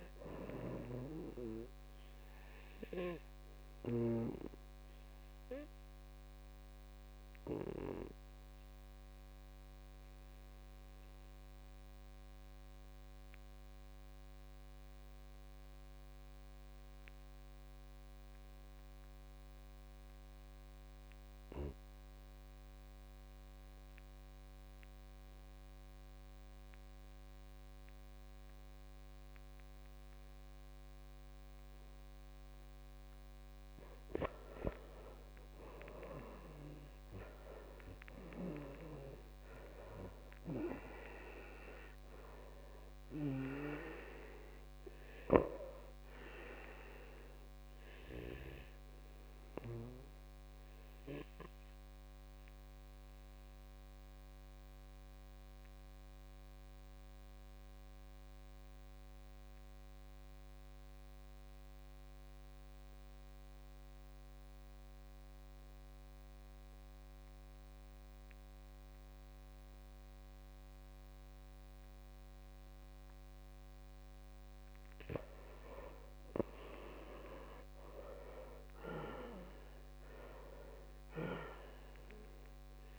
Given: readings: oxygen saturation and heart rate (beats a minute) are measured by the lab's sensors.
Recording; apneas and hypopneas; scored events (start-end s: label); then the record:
breathing in sleep by a microphone on the trachea; 2
0.00-16.00 s: oxygen desaturation (device-marked, oxygen 76% lowest, heart rate 57 extreme)
2.50-33.00 s: obstructive apnea (oxygen 97% before, 76% lowest, heart rate 67 before, 55 extreme, up 12 after)
24.00-56.00 s: oxygen desaturation (device-marked, oxygen 99% before, 76% lowest, heart rate 61 before, 53 extreme)
35.50-38.00 s: arousal
48.50-72.50 s: obstructive apnea (oxygen 98% before, 76% lowest, heart rate 69 before, 53 extreme, up 14 after)
72.00-82.99 s: oxygen desaturation (device-marked, oxygen 98% before, 83% lowest, heart rate 56 before, 55 extreme)
75.50-79.50 s: arousal
From the record:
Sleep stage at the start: N2 (light sleep); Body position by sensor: on the back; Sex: male